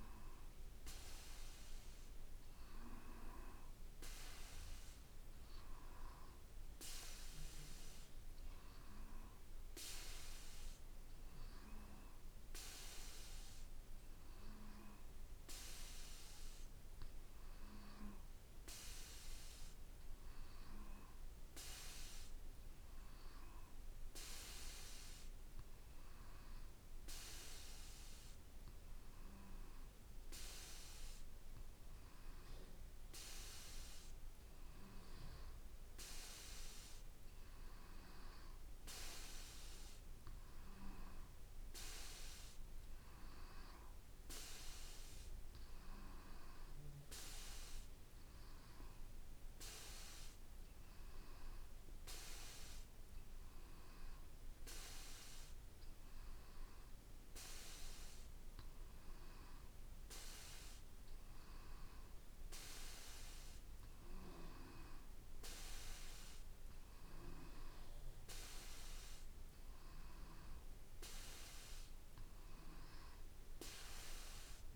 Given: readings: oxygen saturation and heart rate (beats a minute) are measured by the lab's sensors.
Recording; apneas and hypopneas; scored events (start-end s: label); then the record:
breathing in sleep by a room microphone; none
none scored
From the record:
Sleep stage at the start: N2 (light sleep); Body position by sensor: on the back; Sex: male